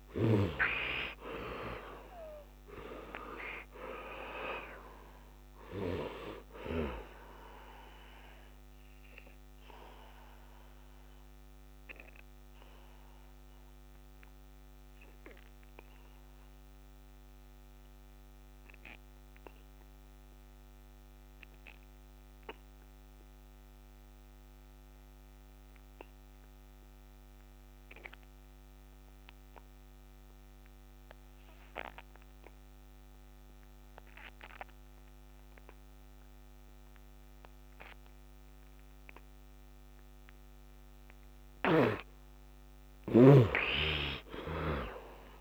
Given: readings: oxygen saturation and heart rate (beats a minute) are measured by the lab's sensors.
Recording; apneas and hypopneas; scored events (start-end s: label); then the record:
breathing in sleep by a microphone on the trachea; 1
0.00-2.00 s: arousal
0.00-24.00 s: oxygen desaturation (device-marked, oxygen 78% lowest, heart rate 62 extreme)
5.50-40.50 s: obstructive apnea (oxygen 99% before, 72% lowest, heart rate 79 before, 62 extreme, up 7 after)
30.00-45.41 s: oxygen desaturation (device-marked, oxygen 99% before, 72% lowest, heart rate 68 before, 68 extreme)
42.00-45.41 s: arousal
From the record:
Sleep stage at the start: N2 (light sleep); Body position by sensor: on the back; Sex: male